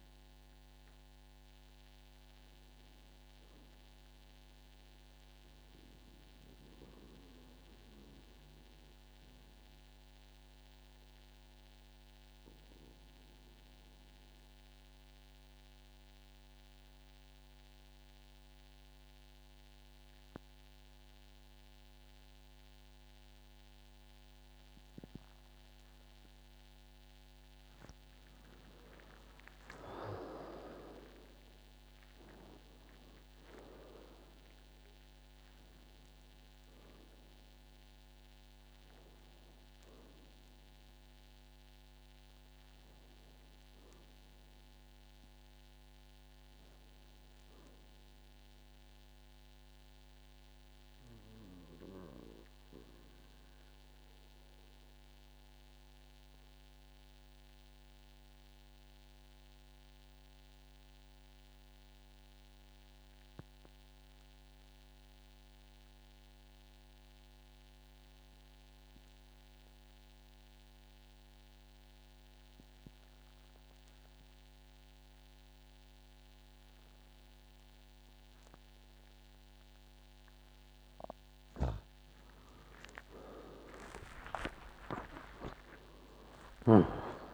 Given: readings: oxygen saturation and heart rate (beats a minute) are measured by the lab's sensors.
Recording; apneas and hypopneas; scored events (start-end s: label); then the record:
breathing in sleep by a microphone on the trachea; 2
0.00-12.00 s: oxygen desaturation (device-marked, oxygen 91% lowest, heart rate 51 extreme)
5.00-26.50 s: mixed apnea (oxygen 99% before, 90% lowest, heart rate 70 before, 51 extreme, up 25 after)
28.00-58.00 s: oxygen desaturation (device-marked, oxygen 99% before, 91% lowest, heart rate 54 before, 48 extreme)
31.00-33.00 s: long interval between heartbeats (device-marked, heart rate 55 before, 76 extreme)
31.00-36.00 s: arousal
49.00-81.50 s: mixed apnea (oxygen 99% before, 84% lowest, heart rate 67 before, 48 extreme, up 60 after)
75.00-87.34 s: oxygen desaturation (device-marked, oxygen 99% before, 84% lowest, heart rate 55 before, 49 extreme)
83.00-87.34 s: arousal
84.00-87.34 s: tachycardia (device-marked, heart rate 58 before, 108 extreme)
85.00-87.00 s: long interval between heartbeats (device-marked, heart rate 59 before, 86 extreme)
From the record:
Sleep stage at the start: N2 (light sleep); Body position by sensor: on the back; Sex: male